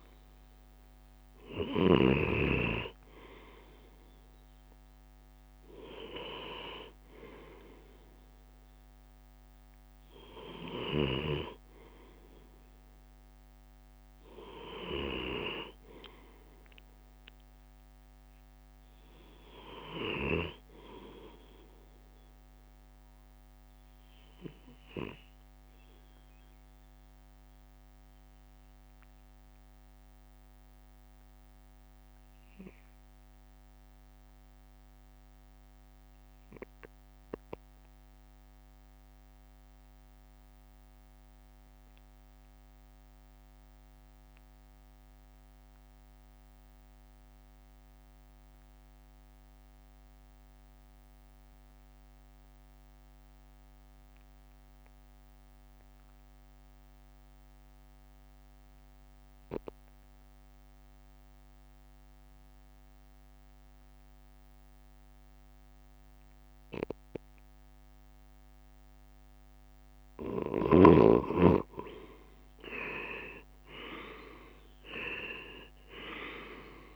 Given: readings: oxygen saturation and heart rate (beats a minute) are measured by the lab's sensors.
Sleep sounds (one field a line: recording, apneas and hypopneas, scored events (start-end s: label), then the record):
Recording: breathing in sleep by a microphone on the trachea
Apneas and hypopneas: 1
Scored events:
0.00-4.00 s: drop in pulse transit time (device-marked, heart rate 71 extreme)
0.00-22.00 s: oxygen desaturation (device-marked, oxygen 79% lowest, heart rate 55 extreme)
4.00-76.96 s: new sleep stage, REM sleep
23.50-71.50 s: mixed apnea (oxygen 97% before, 84% lowest, heart rate 68 before, 55 extreme, up 15 after)
50.00-76.96 s: oxygen desaturation (device-marked, oxygen 98% before, 84% lowest, heart rate 57 before, 59 extreme)
73.00-76.96 s: arousal
74.00-76.96 s: drop in pulse transit time (device-marked, heart rate 61 before, 66 extreme)
From the record:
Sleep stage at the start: N2 (light sleep)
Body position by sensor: on the left side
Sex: male